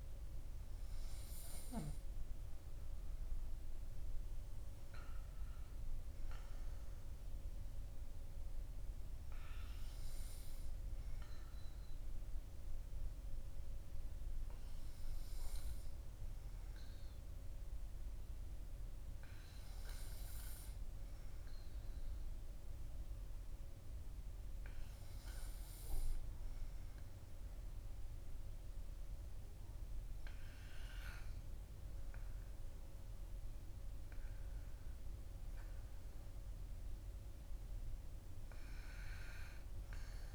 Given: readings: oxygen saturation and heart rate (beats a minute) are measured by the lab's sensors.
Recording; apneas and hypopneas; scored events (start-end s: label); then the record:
breathing in sleep, hard to hear, by a room microphone; none
none scored
From the record:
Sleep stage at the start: N2 (light sleep); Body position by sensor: on the right side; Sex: male